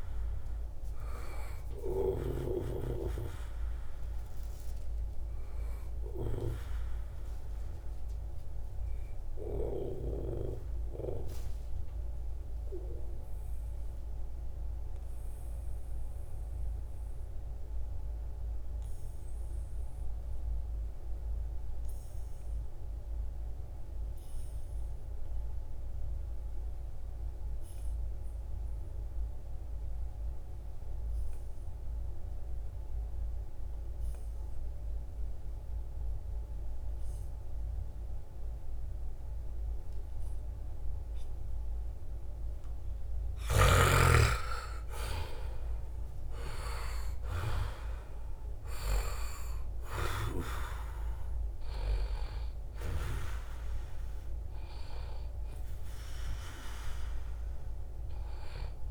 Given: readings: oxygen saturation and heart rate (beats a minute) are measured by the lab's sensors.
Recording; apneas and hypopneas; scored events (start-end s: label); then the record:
breathing in sleep by a room microphone; 1
0.00-10.50 s: oxygen desaturation (device-marked, oxygen 93% lowest, heart rate 69 extreme)
8.00-43.00 s: obstructive apnea (oxygen 97% before, 86% lowest, heart rate 80 before, 66 extreme, up 29 after)
11.00-13.00 s: long interval between heartbeats (device-marked, heart rate 79 before, 84 extreme)
29.50-58.91 s: oxygen desaturation (device-marked, oxygen 96% before, 86% lowest, heart rate 78 before, 66 extreme)
43.50-47.50 s: arousal
44.50-46.50 s: long interval between heartbeats (device-marked, heart rate 69 before, 77 extreme)
49.50-51.50 s: long interval between heartbeats (device-marked, heart rate 71 before, 87 extreme)
From the record:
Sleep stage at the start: N2 (light sleep); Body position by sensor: on the back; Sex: male